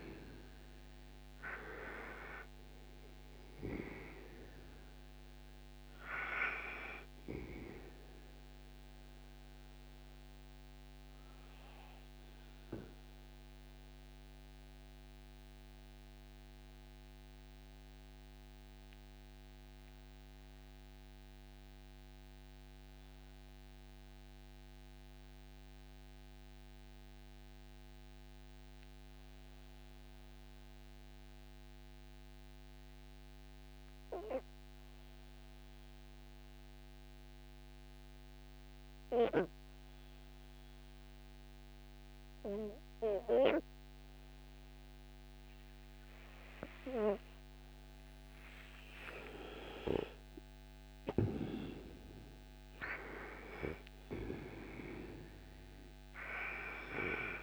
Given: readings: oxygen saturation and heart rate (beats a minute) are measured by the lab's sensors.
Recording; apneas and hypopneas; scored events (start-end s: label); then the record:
breathing in sleep by a microphone on the trachea; 1
0.00-1.50 s: arousal
0.00-33.50 s: oxygen desaturation (device-marked, oxygen 78% lowest, heart rate 58 extreme)
9.00-48.50 s: mixed apnea (oxygen 97% before, 78% lowest, heart rate 71 before, 58 extreme, up 8 after)
46.50-57.43 s: oxygen desaturation (device-marked, oxygen 98% before, 81% lowest, heart rate 61 before, 57 extreme)
49.50-54.50 s: arousal
From the record:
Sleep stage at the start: N2 (light sleep); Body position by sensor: on the right side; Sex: male